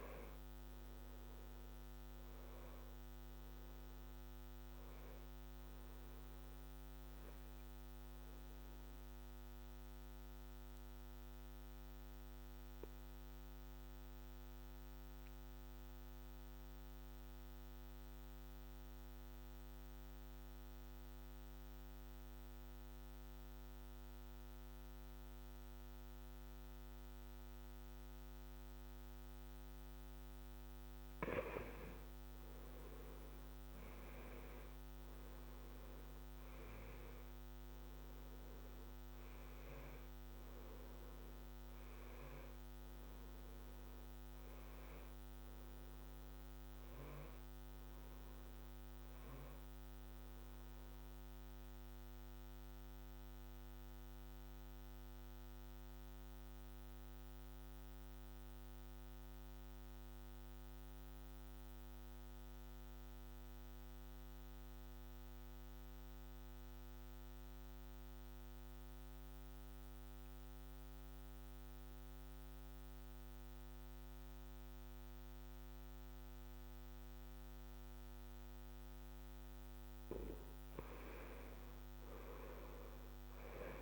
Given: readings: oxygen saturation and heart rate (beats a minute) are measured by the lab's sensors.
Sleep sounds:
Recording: breathing in sleep, hard to hear, by a microphone on the trachea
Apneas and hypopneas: 2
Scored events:
0.00-18.50 s: oxygen desaturation (device-marked, oxygen 88% lowest, heart rate 64 extreme)
7.00-29.00 s: obstructive apnea (oxygen 97% before, 87% lowest, heart rate 68 before, 64 extreme, up 7 after)
29.50-65.50 s: oxygen desaturation (device-marked, oxygen 99% before, 87% lowest, heart rate 66 before, 61 extreme)
30.50-34.00 s: arousal
50.50-79.00 s: mixed apnea (oxygen 99% before, 87% lowest, heart rate 71 before, 61 extreme, up 13 after)
80.50-83.82 s: arousal
81.50-83.82 s: oxygen desaturation (device-marked, oxygen 98% before, 88% lowest, heart rate 65 before, 64 extreme)
From the record:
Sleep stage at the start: N2 (light sleep)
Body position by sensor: on the back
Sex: male

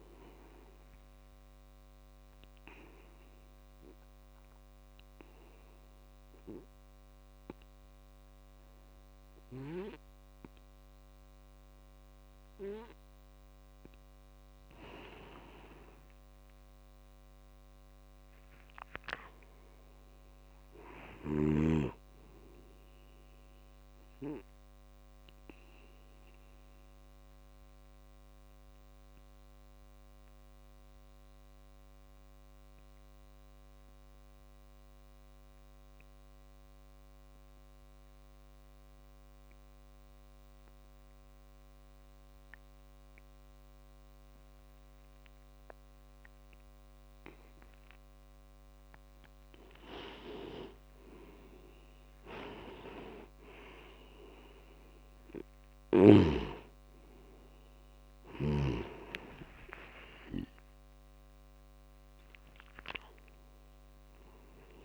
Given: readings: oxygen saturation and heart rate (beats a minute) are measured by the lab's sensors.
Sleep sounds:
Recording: breathing in sleep by a microphone on the trachea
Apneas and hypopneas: 2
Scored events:
1.50-19.50 s: oxygen desaturation (device-marked, oxygen 98% before, 93% lowest)
2.00-13.00 s: obstructive apnea (oxygen 98% before, 89% lowest)
16.00-20.50 s: arousal
25.00-48.50 s: obstructive apnea (oxygen 97% before, 89% lowest)
50.50-64.84 s: oxygen desaturation (device-marked, oxygen 97% before, 89% lowest)
59.00-63.50 s: arousal
From the record:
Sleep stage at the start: N2 (light sleep)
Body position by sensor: on the back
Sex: male

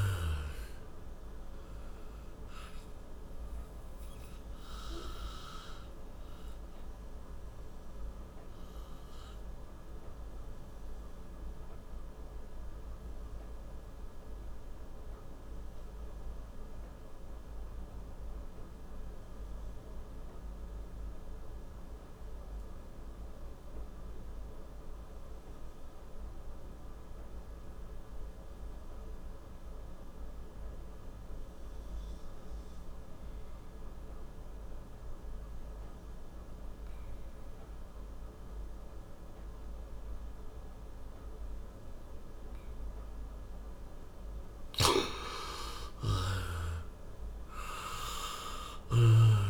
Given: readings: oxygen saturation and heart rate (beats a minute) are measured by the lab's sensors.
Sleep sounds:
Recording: breathing in sleep by a room microphone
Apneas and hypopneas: 1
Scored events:
1.50-24.50 s: oxygen desaturation (device-marked, oxygen 96% before, 85% lowest, heart rate 67 before, 55 extreme)
3.00-43.50 s: obstructive apnea (oxygen 99% before, 85% lowest, heart rate 67 before, 55 extreme, up 10 after)
45.50-49.50 s: arousal
From the record:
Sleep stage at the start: N2 (light sleep)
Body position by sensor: on the back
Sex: male

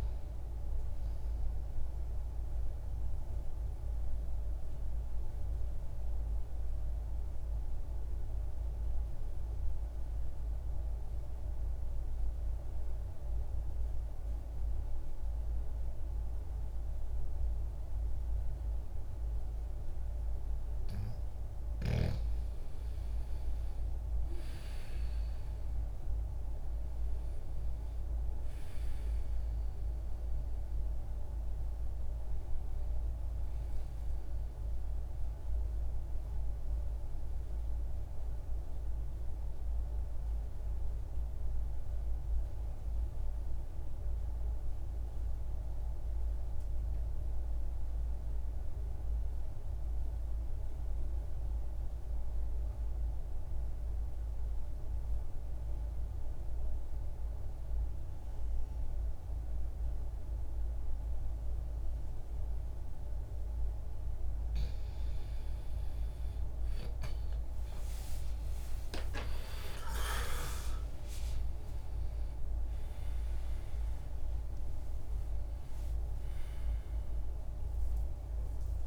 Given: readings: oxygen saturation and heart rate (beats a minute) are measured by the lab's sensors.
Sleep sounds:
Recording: breathing in sleep, hard to hear, by a room microphone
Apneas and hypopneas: 2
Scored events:
0.00-17.50 s: oxygen desaturation (device-marked, oxygen 91% lowest, heart rate 59 extreme)
2.50-21.00 s: obstructive apnea (oxygen 99% before, 87% lowest, heart rate 67 before, 59 extreme, up 11 after)
23.00-27.50 s: arousal
26.50-52.50 s: oxygen desaturation (device-marked, oxygen 95% before, 87% lowest, heart rate 61 before, 60 extreme)
35.50-64.50 s: obstructive apnea (oxygen 95% before, 84% lowest, heart rate 63 before, 60 extreme, up 30 after)
64.50-78.87 s: oxygen desaturation (device-marked, oxygen 97% before, 89% lowest, heart rate 60 before, 60 extreme)
66.00-70.50 s: arousal
From the record:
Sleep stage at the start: N2 (light sleep)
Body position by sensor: on the back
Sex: male

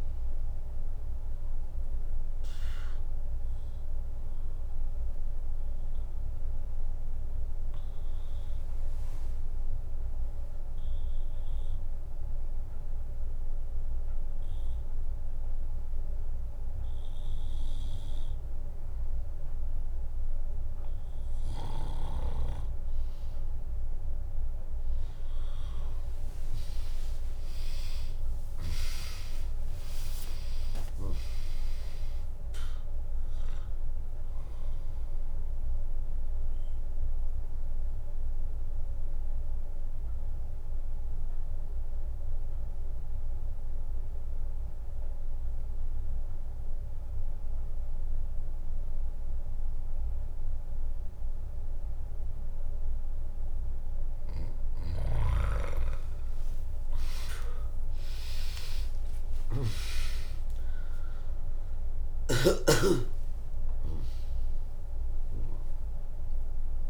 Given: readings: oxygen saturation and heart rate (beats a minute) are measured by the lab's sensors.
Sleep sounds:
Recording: breathing in sleep by a room microphone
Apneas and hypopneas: 2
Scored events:
0.00-11.00 s: drop in pulse transit time (device-marked, heart rate 64 extreme)
0.00-12.00 s: oxygen desaturation (device-marked, oxygen 95% lowest, heart rate 58 extreme)
3.50-21.00 s: obstructive apnea (oxygen 99% before, 95% lowest, heart rate 74 before, 58 extreme, up 5 after)
27.00-47.00 s: oxygen desaturation (device-marked, oxygen 100% before, 96% lowest, heart rate 66 before, 59 extreme)
27.50-32.00 s: arousal
28.00-46.00 s: drop in pulse transit time (device-marked, heart rate 66 before, 63 extreme)
36.50-54.00 s: obstructive apnea (oxygen 100% before, 95% lowest, heart rate 66 before, 59 extreme, up 4 after)
50.00-52.00 s: bradycardia (device-marked, heart rate 80 before, 63 extreme)
57.00-62.50 s: arousal
57.00-62.50 s: snoring (device-marked)
62.00-66.90 s: drop in pulse transit time (device-marked, heart rate 68 before, 68 extreme)
62.00-66.90 s: oxygen desaturation (device-marked, oxygen 99% before, 95% lowest, heart rate 68 before, 61 extreme)
From the record:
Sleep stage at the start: N2 (light sleep)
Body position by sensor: on the back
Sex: female

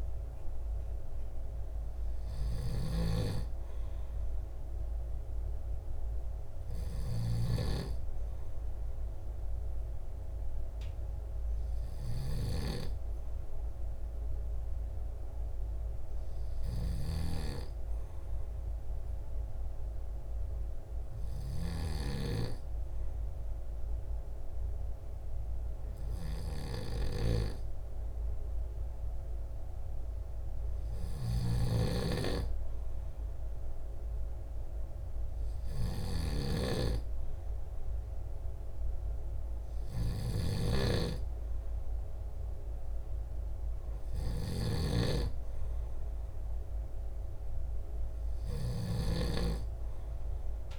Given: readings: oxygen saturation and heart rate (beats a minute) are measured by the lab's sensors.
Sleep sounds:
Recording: breathing in sleep by a room microphone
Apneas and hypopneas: none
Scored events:
31.50-49.50 s: snoring (device-marked)
From the record:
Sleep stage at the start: N2 (light sleep)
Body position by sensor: on the back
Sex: male

